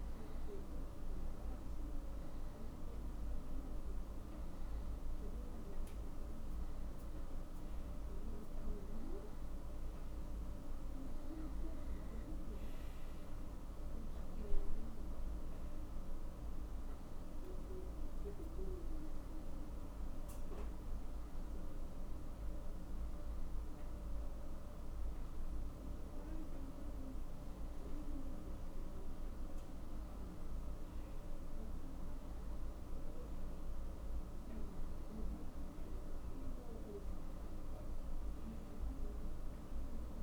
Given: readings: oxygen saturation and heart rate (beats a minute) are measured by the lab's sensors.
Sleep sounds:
a person awake in a sleep study, hard to hear, by a room microphone; none
none scored
From the record:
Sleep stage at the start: awake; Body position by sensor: on the back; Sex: male

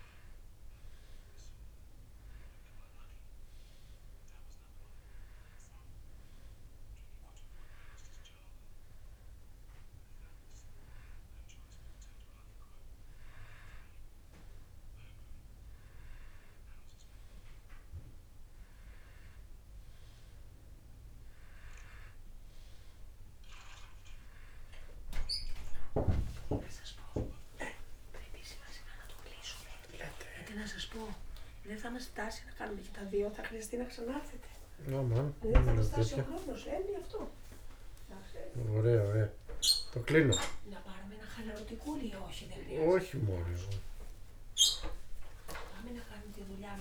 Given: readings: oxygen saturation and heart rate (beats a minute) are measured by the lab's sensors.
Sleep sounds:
breathing in sleep by a room microphone; none
33.00-42.00 s: oxygen desaturation (device-marked, oxygen 95% before, 92% lowest, heart rate 89 before, 75 extreme)
35.50-46.81 s: snoring (device-marked)
From the record:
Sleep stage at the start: N2 (light sleep); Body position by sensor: on the back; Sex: male

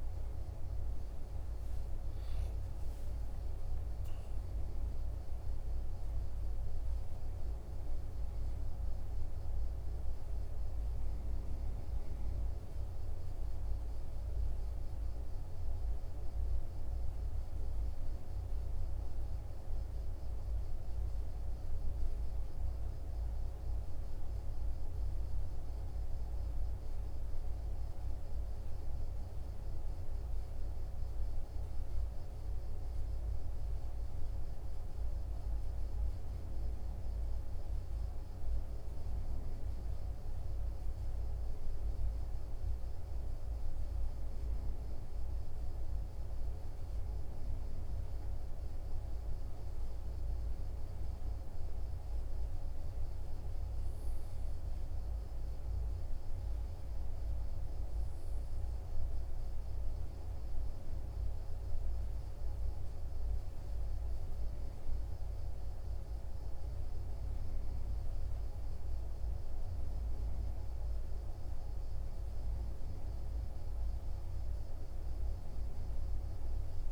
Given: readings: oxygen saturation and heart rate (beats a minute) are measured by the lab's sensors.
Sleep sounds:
breathing in sleep, hard to hear, by a room microphone; none
none scored
From the record:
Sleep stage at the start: N1 (lightest sleep); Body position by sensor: on the right side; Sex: male

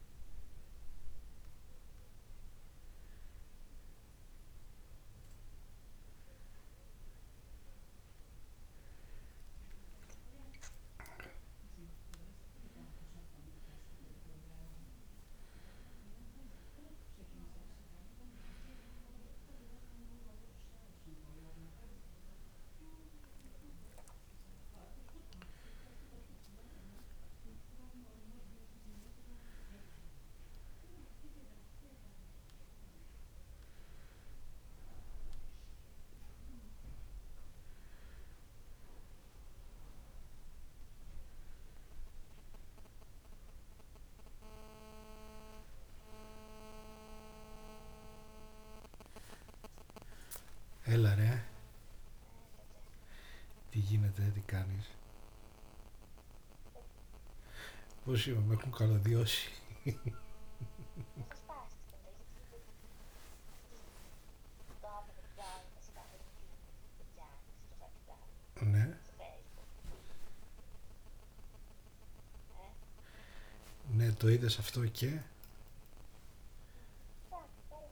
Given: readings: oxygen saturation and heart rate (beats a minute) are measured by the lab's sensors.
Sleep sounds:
a person awake in a sleep study, by a room microphone; none
none scored
From the record:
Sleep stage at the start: awake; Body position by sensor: on the back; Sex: male

